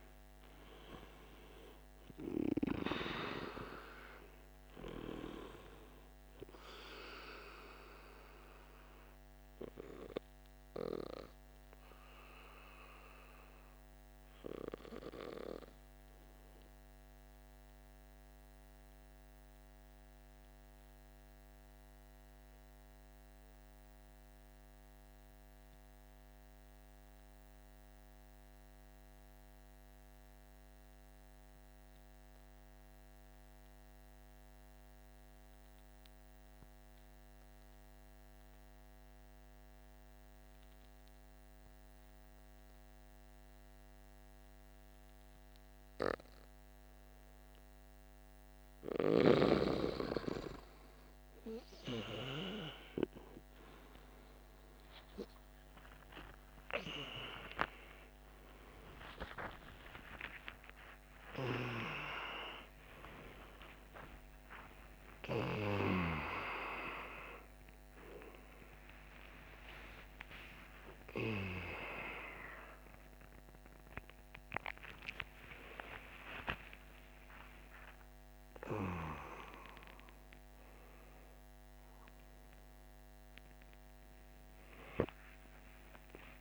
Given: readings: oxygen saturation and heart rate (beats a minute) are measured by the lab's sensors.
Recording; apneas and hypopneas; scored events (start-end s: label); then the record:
a person partly awake in a sleep study, by a microphone on the trachea; 1
0.00-24.00 s: oxygen desaturation (device-marked, oxygen 82% lowest, heart rate 47 extreme)
16.00-47.00 s: obstructive apnea (oxygen 93% before, 82% lowest, heart rate 55 before, 47 extreme, up 11 after)
42.00-67.00 s: oxygen desaturation (device-marked, oxygen 99% before, 89% lowest, heart rate 48 before, 50 extreme)
49.00-86.41 s: new sleep stage, awake
69.00-84.00 s: oxygen desaturation (device-marked, oxygen 93% before, 84% lowest, heart rate 65 before, 57 extreme)
From the record:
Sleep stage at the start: N2 (light sleep); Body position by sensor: on the back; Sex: male